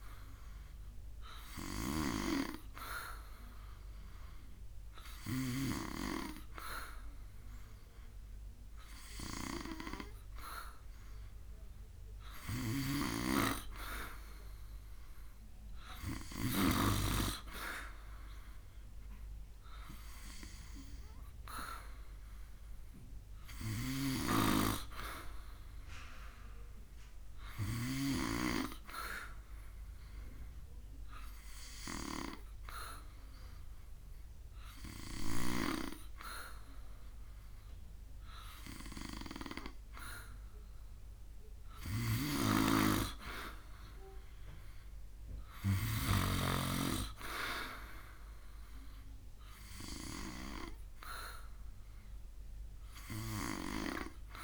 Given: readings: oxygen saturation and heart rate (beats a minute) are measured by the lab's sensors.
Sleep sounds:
breathing in sleep by a room microphone; 1
12.00-16.50 s: snoring (device-marked)
29.50-40.00 s: obstructive apnea (oxygen 92% before, 91% lowest, heart rate 74 before, 74 extreme, up 2 after)
42.00-46.00 s: snoring (device-marked)
43.00-47.00 s: arousal
From the record:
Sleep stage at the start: N2 (light sleep); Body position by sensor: on the back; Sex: male

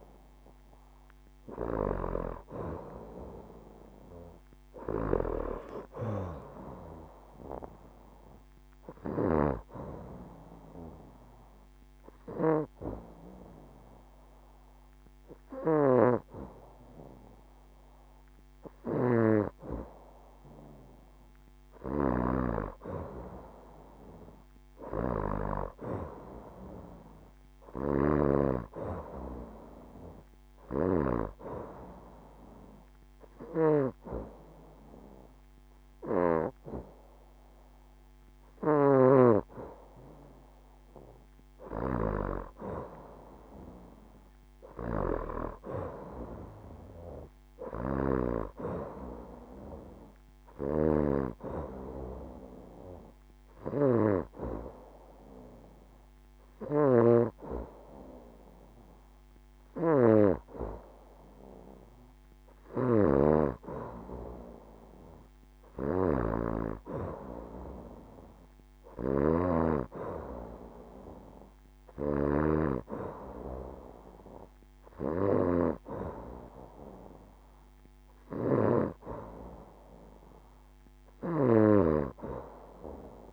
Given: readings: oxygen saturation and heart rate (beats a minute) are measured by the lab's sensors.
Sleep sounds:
breathing in sleep by a microphone on the trachea; 3
1.50-5.00 s: arousal
10.00-20.00 s: obstructive apnea (oxygen 93% before, 89% lowest, heart rate 71 before, 66 extreme, up 3 after)
23.50-27.00 s: arousal
31.00-41.00 s: obstructive apnea (oxygen 93% before, 89% lowest, heart rate 69 before, 67 extreme, up 1 after)
33.50-46.50 s: oxygen desaturation (device-marked, oxygen 93% before, 90% lowest, heart rate 69 before, 67 extreme)
43.50-47.50 s: arousal
50.50-67.50 s: oxygen desaturation (device-marked, oxygen 94% before, 89% lowest, heart rate 71 before, 68 extreme)
51.50-63.50 s: hypopnea (oxygen 94% before, 89% lowest, heart rate 71 before, 68 extreme, up 2 after)
68.00-73.00 s: arousal
From the record:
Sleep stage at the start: N2 (light sleep); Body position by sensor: on the back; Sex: female

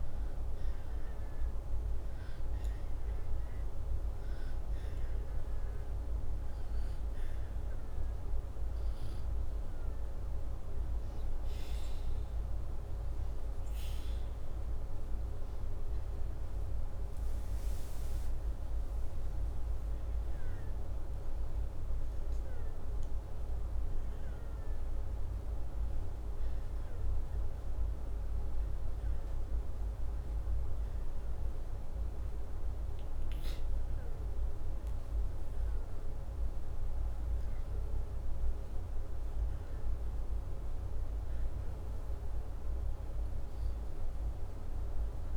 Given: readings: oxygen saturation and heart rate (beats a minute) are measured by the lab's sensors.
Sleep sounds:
breathing in sleep, hard to hear, by a room microphone; none
none scored
From the record:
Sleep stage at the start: N2 (light sleep); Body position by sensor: upright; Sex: male

